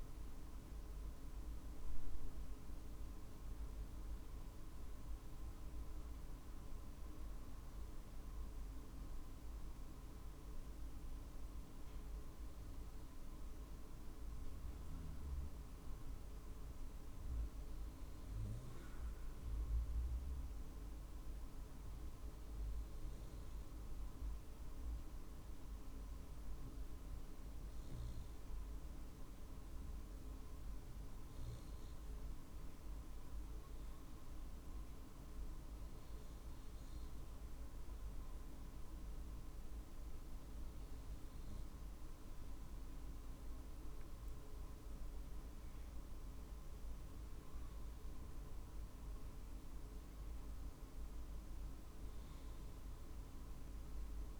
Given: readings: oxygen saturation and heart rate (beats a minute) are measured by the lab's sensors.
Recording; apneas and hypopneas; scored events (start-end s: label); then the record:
breathing in sleep, hard to hear, by a room microphone; none
35.50-49.50 s: drop in pulse transit time (device-marked, heart rate 51 before, 51 extreme)
47.00-51.00 s: arousal
From the record:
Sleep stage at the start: N2 (light sleep); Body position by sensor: on the right side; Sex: male